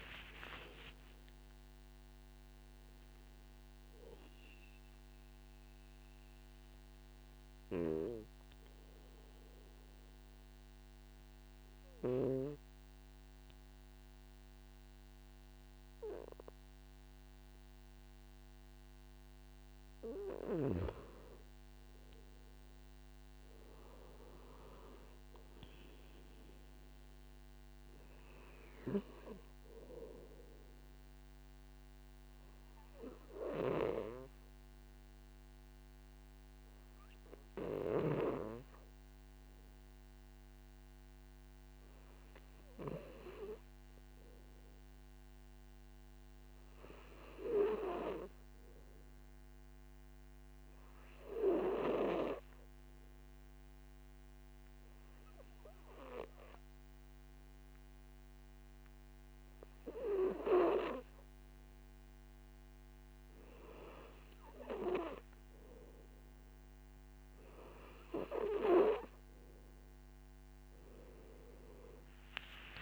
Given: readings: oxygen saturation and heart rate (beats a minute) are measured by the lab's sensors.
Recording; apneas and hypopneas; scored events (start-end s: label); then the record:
breathing in sleep by a microphone on the trachea; 3
0.00-2.50 s: arousal
0.00-13.50 s: oxygen desaturation (device-marked, oxygen 94% lowest, heart rate 52 extreme)
7.00-19.50 s: obstructive apnea (oxygen 99% before, 94% lowest, heart rate 61 before, 52 extreme, up 8 after)
20.00-24.00 s: arousal
31.00-43.00 s: obstructive apnea (oxygen 99% before, 93% lowest, heart rate 58 before, 56 extreme, up 4 after)
45.00-48.50 s: arousal
52.50-65.00 s: obstructive apnea (oxygen 99% before, 93% lowest, heart rate 57 before, 56 extreme, up 7 after)
62.50-72.82 s: oxygen desaturation (device-marked, oxygen 97% before, 93% lowest, heart rate 57 before, 51 extreme)
71.50-72.82 s: arousal
From the record:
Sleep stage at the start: N2 (light sleep); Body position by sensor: on the back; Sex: male